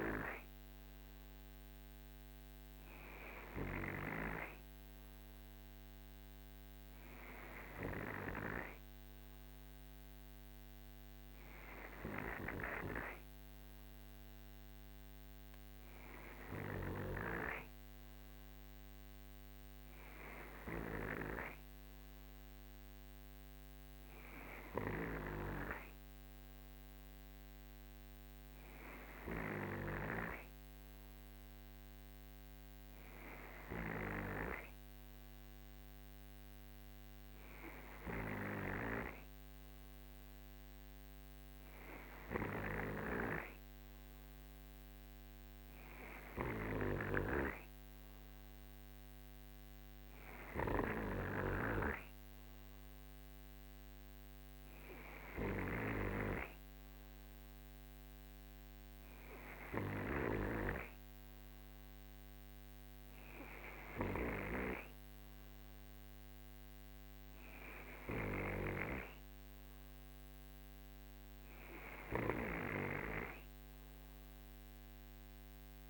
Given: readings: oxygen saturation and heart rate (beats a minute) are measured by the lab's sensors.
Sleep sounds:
breathing in sleep by a microphone on the trachea; none
none scored
From the record:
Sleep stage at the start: N2 (light sleep); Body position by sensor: on the right side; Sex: male

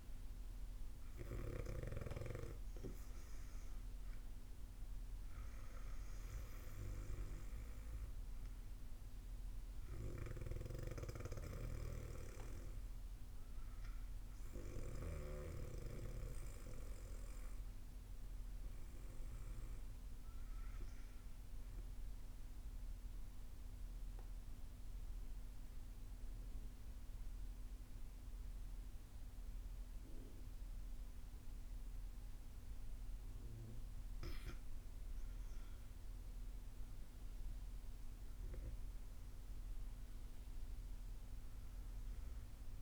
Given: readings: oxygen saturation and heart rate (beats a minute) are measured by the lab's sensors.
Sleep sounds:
breathing in sleep by a room microphone; 1
0.00-8.00 s: oxygen desaturation (device-marked, oxygen 92% lowest, heart rate 57 extreme)
22.50-33.00 s: obstructive apnea (oxygen 98% before, 94% lowest, heart rate 59 before, 61 extreme, up 20 after)
34.50-38.00 s: arousal
From the record:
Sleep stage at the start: N2 (light sleep); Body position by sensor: on the back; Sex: female

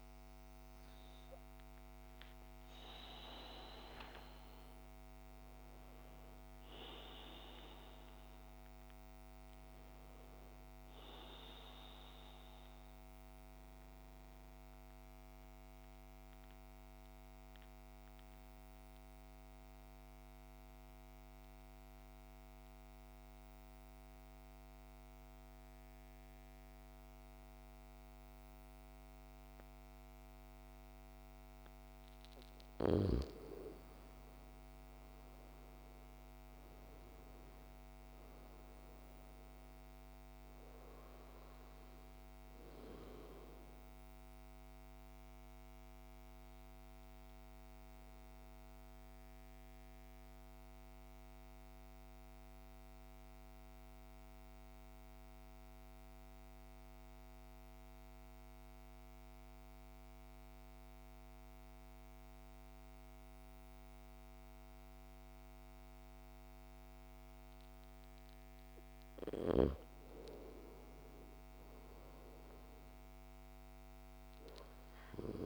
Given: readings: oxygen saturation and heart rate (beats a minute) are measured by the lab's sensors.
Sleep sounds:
breathing in sleep by a microphone on the trachea; 2
0.00-19.00 s: oxygen desaturation (device-marked, oxygen 81% lowest, heart rate 55 extreme)
11.50-31.00 s: central apnea (oxygen 95% before, 81% lowest, heart rate 72 before, 50 extreme, up 11 after)
34.00-59.00 s: oxygen desaturation (device-marked, oxygen 100% before, 82% lowest, heart rate 57 before, 50 extreme)
35.00-39.00 s: arousal
47.00-70.00 s: mixed apnea (oxygen 100% before, 82% lowest, heart rate 60 before, 51 extreme, up 5 after)
69.00-75.46 s: oxygen desaturation (device-marked, oxygen 100% before, 86% lowest, heart rate 53 before, 51 extreme)
71.50-75.46 s: arousal
From the record:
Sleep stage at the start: N2 (light sleep); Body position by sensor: on the back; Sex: male

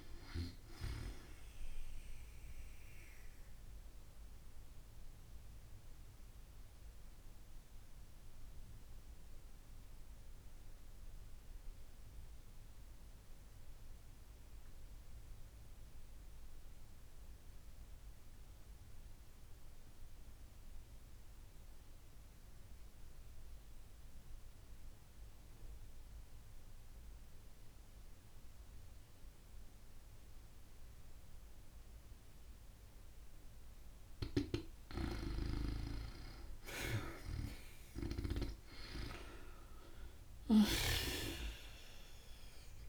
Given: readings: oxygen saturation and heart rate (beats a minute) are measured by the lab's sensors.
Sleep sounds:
breathing in sleep by a room microphone; 1
0.00-25.00 s: oxygen desaturation (device-marked, oxygen 89% lowest)
2.00-33.00 s: obstructive apnea (oxygen 95% before, 86% lowest)
34.50-38.00 s: snoring (device-marked)
37.00-41.00 s: arousal
From the record:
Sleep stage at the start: N2 (light sleep); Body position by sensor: on the back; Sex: female

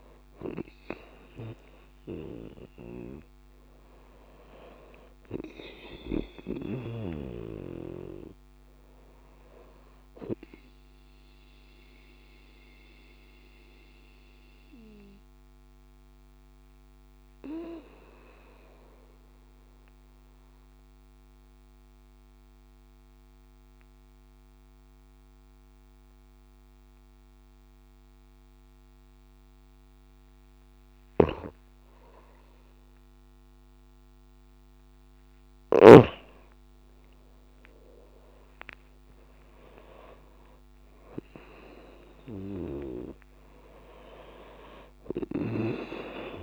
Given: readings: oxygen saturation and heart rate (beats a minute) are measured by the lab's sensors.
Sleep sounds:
breathing in sleep by a microphone on the trachea; 1
6.00-26.00 s: oxygen desaturation (device-marked, oxygen 96% before, 92% lowest)
10.50-30.00 s: hypopnea (oxygen 97% before, 92% lowest)
30.50-35.50 s: snoring (device-marked)
32.00-36.00 s: arousal
41.00-46.43 s: oxygen desaturation (device-marked, oxygen 95% before, 92% lowest)
From the record:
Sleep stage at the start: N2 (light sleep); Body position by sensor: on the back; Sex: female

